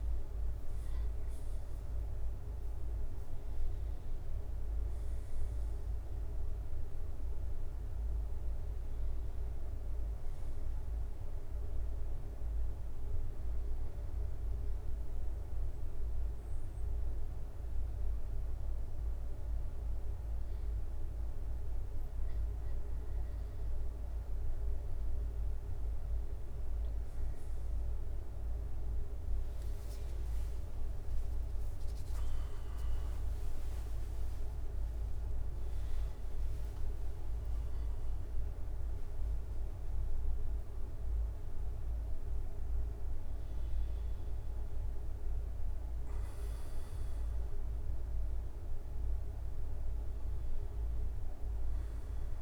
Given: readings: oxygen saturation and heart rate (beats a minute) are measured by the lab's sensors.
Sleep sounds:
breathing in sleep, hard to hear, by a room microphone; 1
0.00-6.00 s: drop in pulse transit time (device-marked, heart rate 81 extreme)
13.50-26.00 s: hypopnea (oxygen 95% before, 95% lowest, heart rate 92 before, 68 extreme, up 22 after)
29.50-31.50 s: long interval between heartbeats (device-marked, heart rate 72 before, 82 extreme)
30.00-35.50 s: arousal
34.00-39.00 s: tachycardia (device-marked, heart rate 72 before, 102 extreme)
37.00-39.00 s: long interval between heartbeats (device-marked, heart rate 77 before, 101 extreme)
From the record:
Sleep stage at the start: N1 (lightest sleep); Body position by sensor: on the back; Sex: male

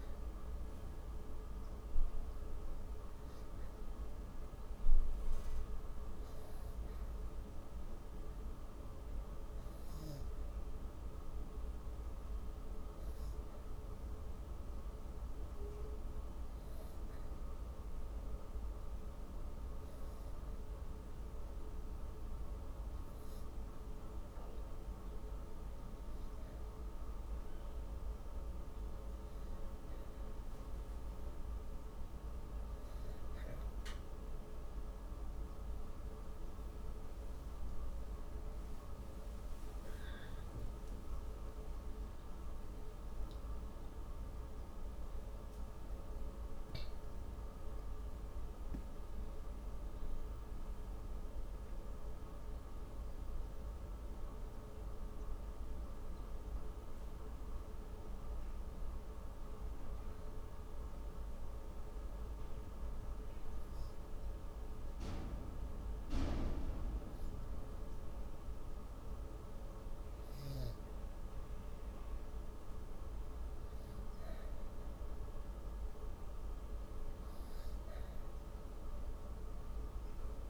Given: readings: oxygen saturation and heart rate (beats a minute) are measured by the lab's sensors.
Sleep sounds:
breathing in sleep, hard to hear, by a room microphone; 2
4.50-7.00 s: arousal
8.00-80.50 s: new sleep stage, N2 (light sleep)
8.50-25.00 s: hypopnea (oxygen 96% before, 93% lowest, heart rate 124 before, 116 extreme, up 35 after)
15.00-30.00 s: oxygen desaturation (device-marked, oxygen 96% before, 93% lowest, heart rate 137 before, 116 extreme)
28.00-32.50 s: arousal
47.00-50.50 s: arousal
55.50-69.50 s: hypopnea (oxygen 97% before, 95% lowest, heart rate 130 before, 68 extreme, up 27 after)
72.50-76.00 s: arousal
From the record:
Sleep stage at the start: N1 (lightest sleep); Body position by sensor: on the back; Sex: female

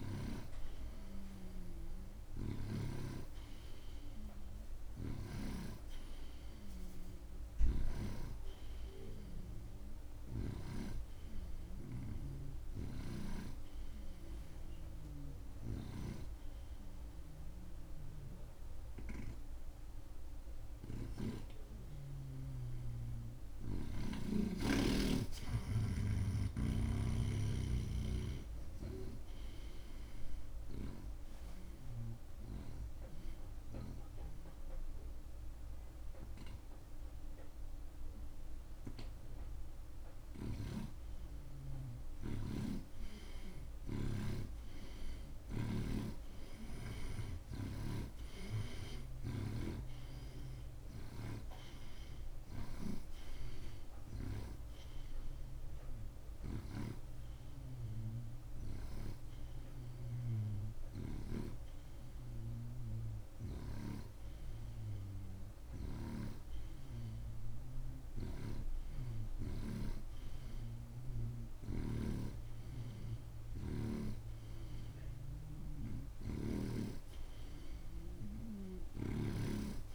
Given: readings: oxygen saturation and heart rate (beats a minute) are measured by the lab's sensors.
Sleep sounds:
breathing in sleep by a room microphone; 2
0.00-6.00 s: oxygen desaturation (device-marked, oxygen 88% lowest)
0.00-6.00 s: snoring (device-marked)
13.00-24.50 s: snoring (device-marked)
20.50-25.00 s: arousal
26.50-31.50 s: snoring (device-marked)
32.00-42.00 s: obstructive apnea (oxygen 90% before, 85% lowest)
40.50-53.50 s: snoring (device-marked)
46.00-51.00 s: arousal
60.00-66.50 s: snoring (device-marked)
60.00-67.00 s: oxygen desaturation (device-marked, oxygen 93% before, 85% lowest)
64.00-74.50 s: hypopnea (oxygen 93% before, 86% lowest)
68.50-77.00 s: snoring (device-marked)
76.00-79.95 s: oxygen desaturation (device-marked, oxygen 90% before, 86% lowest)
76.50-79.95 s: arousal
From the record:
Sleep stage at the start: N2 (light sleep); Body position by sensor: on the right side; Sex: male

